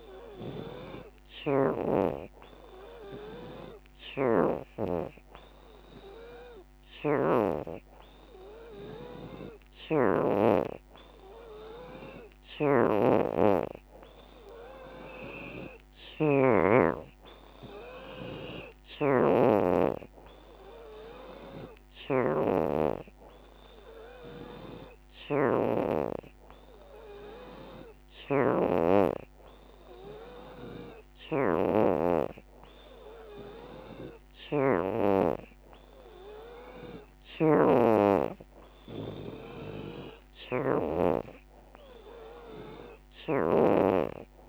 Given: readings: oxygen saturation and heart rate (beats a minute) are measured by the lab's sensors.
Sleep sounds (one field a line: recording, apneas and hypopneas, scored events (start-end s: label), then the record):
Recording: breathing in sleep by a microphone on the trachea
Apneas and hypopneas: none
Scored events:
42.00-44.49 s: new sleep stage, N3 (deep sleep)
From the record:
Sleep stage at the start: N2 (light sleep)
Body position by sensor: on the back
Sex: female